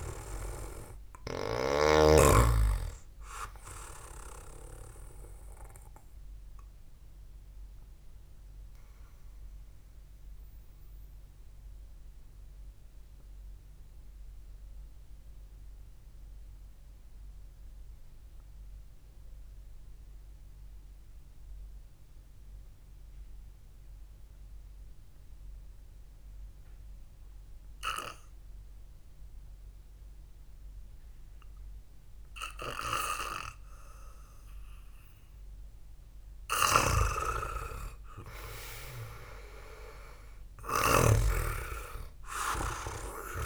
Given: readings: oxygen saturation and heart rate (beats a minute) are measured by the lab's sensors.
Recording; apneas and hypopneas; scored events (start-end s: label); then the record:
breathing in sleep by a room microphone; 1
0.00-2.50 s: snoring (device-marked)
1.50-23.50 s: oxygen desaturation (device-marked, oxygen 97% before, 89% lowest, heart rate 62 before, 52 extreme)
9.00-35.00 s: obstructive apnea (oxygen 97% before, 89% lowest, heart rate 61 before, 52 extreme, up 2 after)
37.00-41.50 s: snoring (device-marked)
37.50-42.00 s: arousal
39.50-41.50 s: long interval between heartbeats (device-marked, heart rate 62 before, 54 extreme)
From the record:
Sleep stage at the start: N2 (light sleep); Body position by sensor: on the back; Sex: male